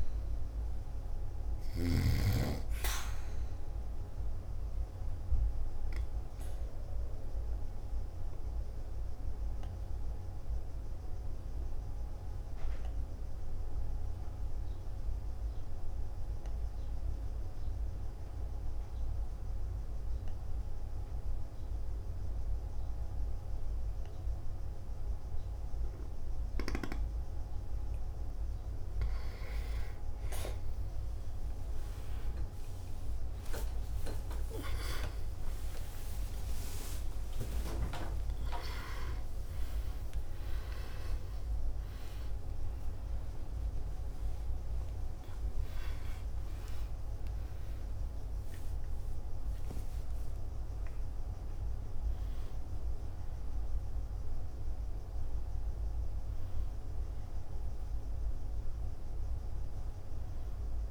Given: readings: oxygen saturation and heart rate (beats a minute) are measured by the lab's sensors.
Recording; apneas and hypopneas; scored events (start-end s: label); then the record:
a person partly awake in a sleep study, by a room microphone; 1
0.00-2.00 s: snoring (device-marked)
2.50-24.50 s: oxygen desaturation (device-marked, oxygen 98% before, 93% lowest, heart rate 52 before, 51 extreme)
4.00-28.00 s: obstructive apnea (oxygen 98% before, 92% lowest, heart rate 52 before, 51 extreme)
31.50-37.50 s: tachycardia (device-marked, heart rate 54 before, 131 extreme)
32.50-60.90 s: new sleep stage, awake
33.00-35.00 s: long interval between heartbeats (device-marked, heart rate 53 before, 72 extreme)
35.50-37.50 s: long interval between heartbeats (device-marked, heart rate 59 before, 129 extreme)
36.50-48.50 s: oxygen desaturation (device-marked, oxygen 97% before, 92% lowest, heart rate 62 before, 58 extreme)
42.00-44.00 s: long interval between heartbeats (device-marked, heart rate 79 before, 70 extreme)
From the record:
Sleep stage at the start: N2 (light sleep); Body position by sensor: on the back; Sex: male